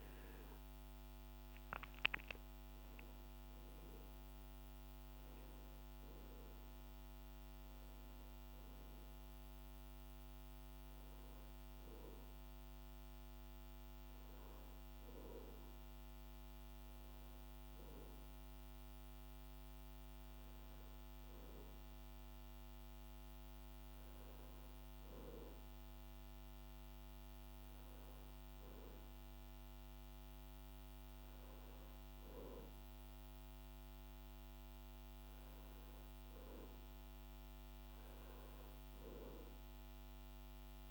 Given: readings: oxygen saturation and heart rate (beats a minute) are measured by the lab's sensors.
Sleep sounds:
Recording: breathing in sleep by a microphone on the trachea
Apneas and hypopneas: none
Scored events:
none scored
From the record:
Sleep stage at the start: N2 (light sleep)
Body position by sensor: on the back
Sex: male

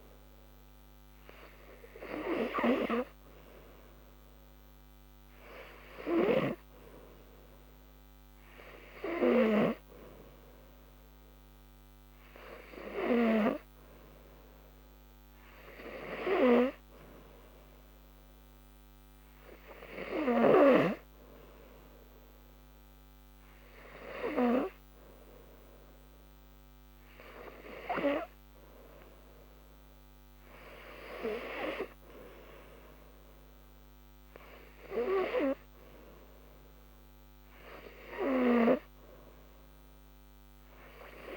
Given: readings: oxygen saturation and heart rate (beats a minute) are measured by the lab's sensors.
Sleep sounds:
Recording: breathing in sleep by a microphone on the trachea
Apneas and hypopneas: none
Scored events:
none scored
From the record:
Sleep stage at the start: N3 (deep sleep)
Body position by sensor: on the back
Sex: female

